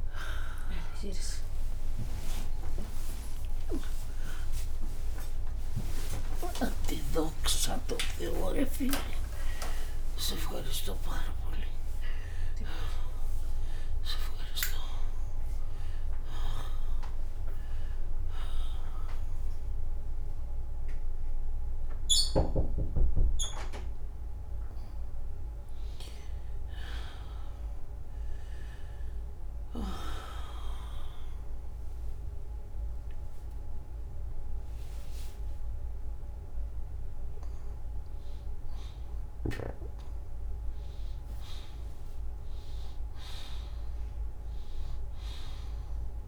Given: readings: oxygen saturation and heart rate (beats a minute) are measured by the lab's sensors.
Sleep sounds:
a person awake in a sleep study, by a room microphone; none
6.50-10.50 s: snoring (device-marked)
16.50-22.50 s: bradycardia (device-marked)
34.50-44.50 s: oxygen desaturation (device-marked, oxygen 95% before, 89% lowest, heart rate 79 before, 89 extreme)
From the record:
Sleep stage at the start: awake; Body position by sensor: on the back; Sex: female

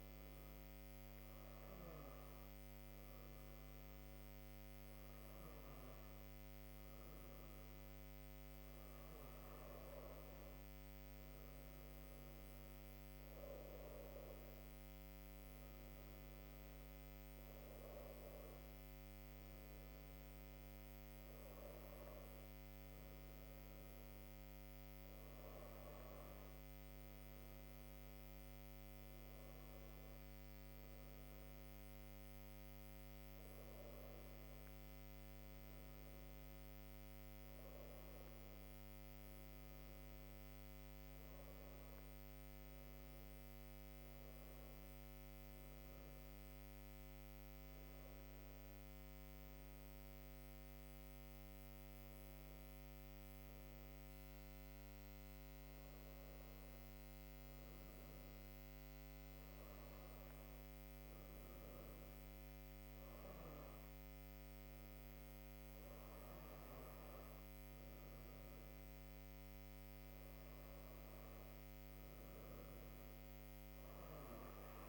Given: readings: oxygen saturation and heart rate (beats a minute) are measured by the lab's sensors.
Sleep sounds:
breathing in sleep, hard to hear, by a microphone on the trachea; none
9.50-13.50 s: arousal
From the record:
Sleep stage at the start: N2 (light sleep); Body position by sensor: on the right side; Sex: female

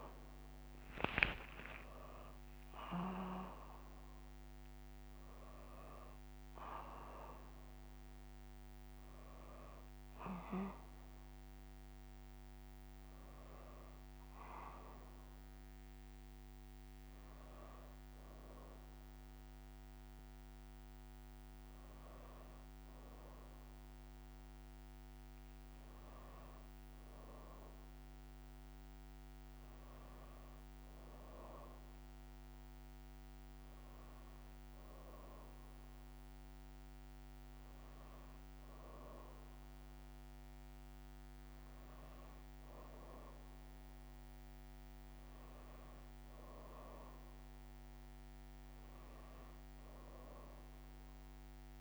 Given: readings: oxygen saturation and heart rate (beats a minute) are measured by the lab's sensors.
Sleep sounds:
a person awake in a sleep study, by a microphone on the trachea; none
1.50-31.50 s: new sleep stage, awake
31.50-51.81 s: new sleep stage, N1 (lightest sleep)
From the record:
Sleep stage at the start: N2 (light sleep); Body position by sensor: on the back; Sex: female

